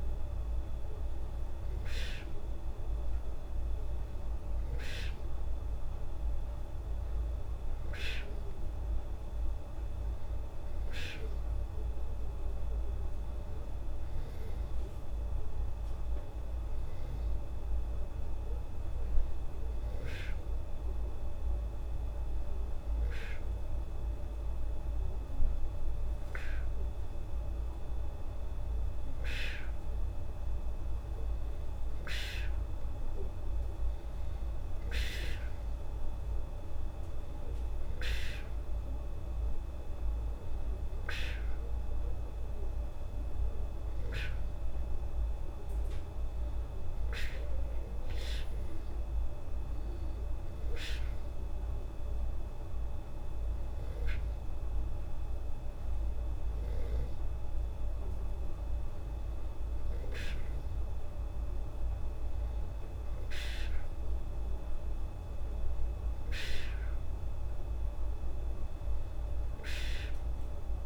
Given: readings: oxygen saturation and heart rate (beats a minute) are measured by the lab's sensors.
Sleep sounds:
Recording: breathing in sleep by a room microphone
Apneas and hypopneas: none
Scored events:
none scored
From the record:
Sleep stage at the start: N2 (light sleep)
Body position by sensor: on the back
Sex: female

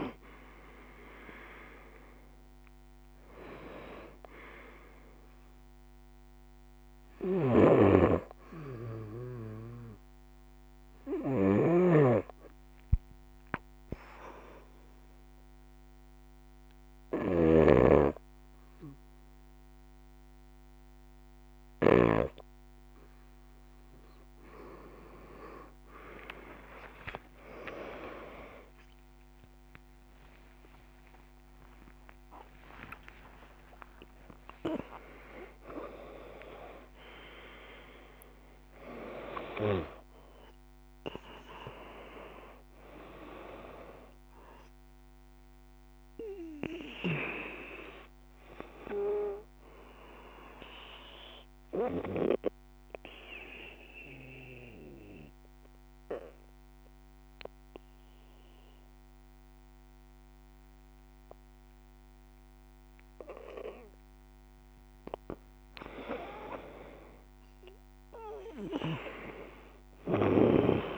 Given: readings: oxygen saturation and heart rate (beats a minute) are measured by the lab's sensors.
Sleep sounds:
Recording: breathing in sleep by a microphone on the trachea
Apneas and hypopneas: 2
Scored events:
0.00-2.50 s: arousal
6.00-21.00 s: snoring (device-marked)
11.00-22.50 s: hypopnea (oxygen 91% before, 90% lowest, heart rate 70 before, 65 extreme, up 8 after)
25.00-31.50 s: arousal
52.50-64.50 s: obstructive apnea (oxygen 95% before, 87% lowest, heart rate 96 before, 56 extreme, up 8 after)
66.00-70.97 s: arousal
From the record:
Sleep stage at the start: N2 (light sleep)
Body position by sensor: on the right side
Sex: female

